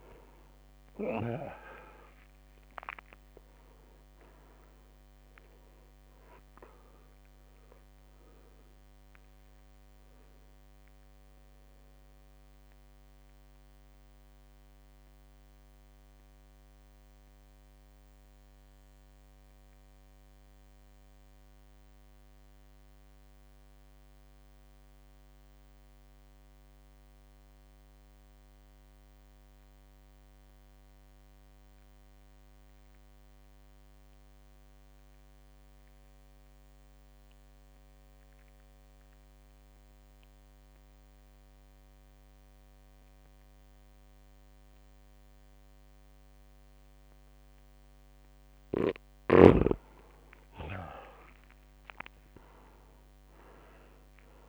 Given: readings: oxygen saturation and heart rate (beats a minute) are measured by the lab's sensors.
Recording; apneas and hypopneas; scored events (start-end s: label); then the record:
breathing in sleep by a microphone on the trachea; 1
0.00-1.50 s: arousal
0.00-1.50 s: snoring (device-marked)
0.00-30.00 s: oxygen desaturation (device-marked, oxygen 84% lowest, heart rate 53 extreme)
1.00-19.00 s: drop in pulse transit time (device-marked, heart rate 56 before, 53 extreme)
9.00-48.00 s: mixed apnea (oxygen 100% before, 83% lowest, heart rate 57 before, 53 extreme, up 2 after)
48.00-54.49 s: oxygen desaturation (device-marked, oxygen 99% before, 83% lowest, heart rate 56 before, 53 extreme)
50.00-54.49 s: arousal
From the record:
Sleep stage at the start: N2 (light sleep); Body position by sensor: on the back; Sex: male